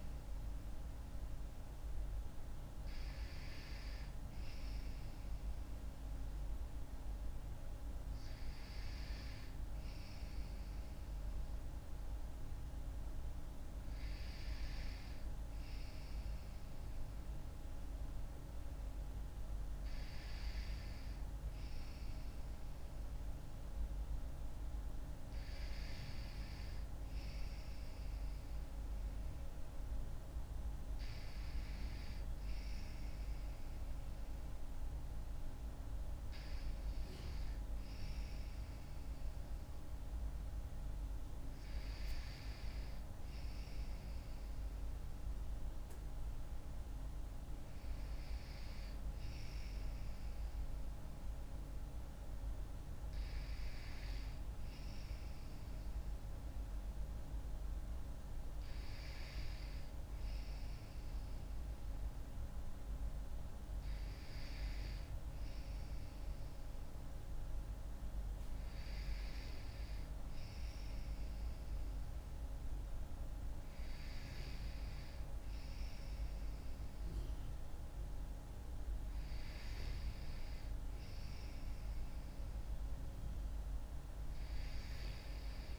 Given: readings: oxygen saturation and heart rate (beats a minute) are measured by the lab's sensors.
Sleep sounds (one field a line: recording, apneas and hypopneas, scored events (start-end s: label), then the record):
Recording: breathing in sleep, hard to hear, by a room microphone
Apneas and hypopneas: none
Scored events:
none scored
From the record:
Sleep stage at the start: N2 (light sleep)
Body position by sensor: on the back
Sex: female